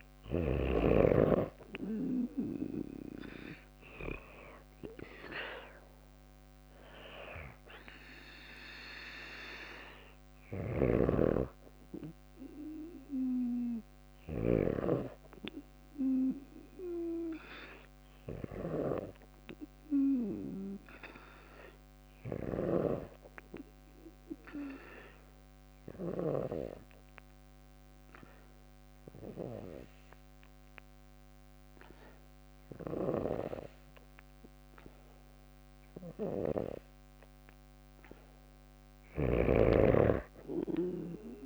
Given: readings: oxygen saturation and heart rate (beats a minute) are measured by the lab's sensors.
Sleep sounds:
breathing in sleep by a microphone on the trachea; 1
3.50-20.50 s: oxygen desaturation (device-marked, oxygen 96% before, 92% lowest, heart rate 57 before, 55 extreme)
9.50-13.50 s: snoring (device-marked)
23.00-36.50 s: obstructive apnea (oxygen 96% before, 92% lowest, heart rate 57 before, 54 extreme, up 1 after)
38.00-41.46 s: snoring (device-marked)
39.00-41.46 s: arousal
From the record:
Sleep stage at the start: N2 (light sleep); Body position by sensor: on the back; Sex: female

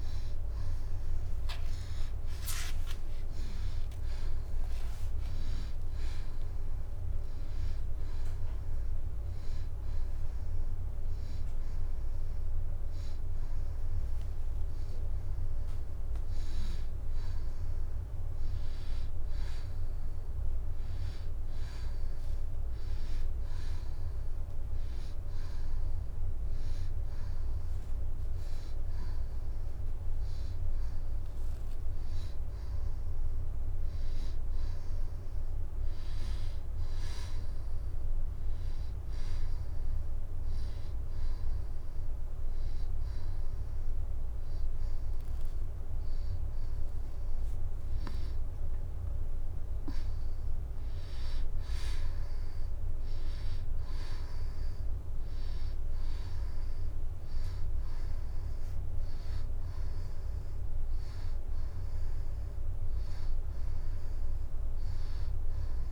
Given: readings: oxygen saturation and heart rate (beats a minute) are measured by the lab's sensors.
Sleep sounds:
a person awake in a sleep study, hard to hear, by a room microphone; none
56.00-64.00 s: oxygen desaturation (device-marked, oxygen 94% before, 91% lowest, heart rate 91 before, 87 extreme)
From the record:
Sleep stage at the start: awake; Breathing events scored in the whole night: 412 in 3.8 hours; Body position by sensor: on the back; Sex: female

